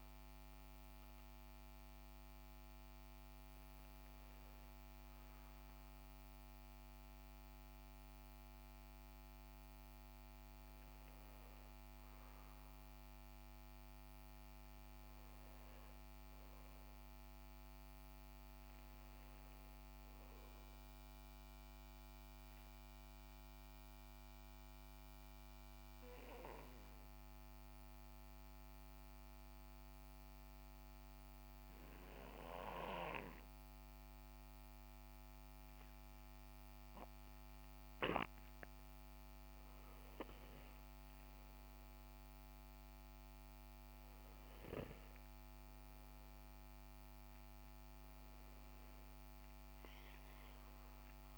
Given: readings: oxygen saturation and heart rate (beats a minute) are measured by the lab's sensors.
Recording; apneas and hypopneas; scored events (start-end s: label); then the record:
breathing in sleep, hard to hear, by a microphone on the trachea; 1
0.00-4.00 s: oxygen desaturation (device-marked, oxygen 91% lowest, heart rate 56 extreme)
20.50-39.00 s: obstructive apnea (oxygen 96% before, 90% lowest, heart rate 61 before, 59 extreme, up 8 after)
38.00-51.38 s: oxygen desaturation (device-marked, oxygen 96% before, 90% lowest, heart rate 61 before, 58 extreme)
40.50-44.00 s: arousal
From the record:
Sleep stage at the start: N2 (light sleep); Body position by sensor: on the right side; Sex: male